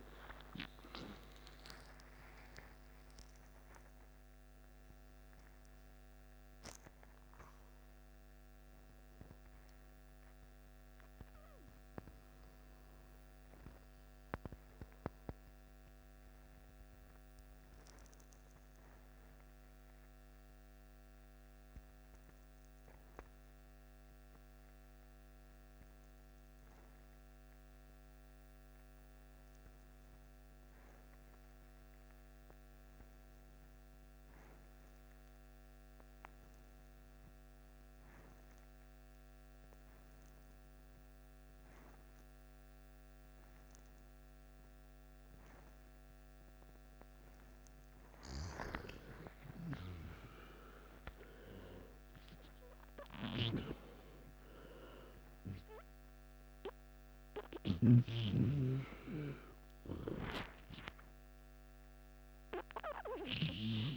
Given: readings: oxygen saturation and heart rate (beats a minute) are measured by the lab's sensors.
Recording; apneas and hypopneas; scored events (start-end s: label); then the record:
breathing in sleep by a microphone on the trachea; 1
0.00-1.00 s: long interval between heartbeats (device-marked, heart rate 98 extreme)
0.00-5.00 s: oxygen desaturation (device-marked, oxygen 90% lowest, heart rate 52 extreme)
10.00-24.00 s: oxygen desaturation (device-marked, oxygen 93% before, 89% lowest, heart rate 78 before, 49 extreme)
18.50-48.00 s: obstructive apnea (oxygen 93% before, 89% lowest, heart rate 79 before, 49 extreme, up 17 after)
42.00-63.97 s: oxygen desaturation (device-marked, oxygen 98% before, 90% lowest, heart rate 51 before, 50 extreme)
50.00-53.50 s: arousal
From the record:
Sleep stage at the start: N2 (light sleep); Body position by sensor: on the left side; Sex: male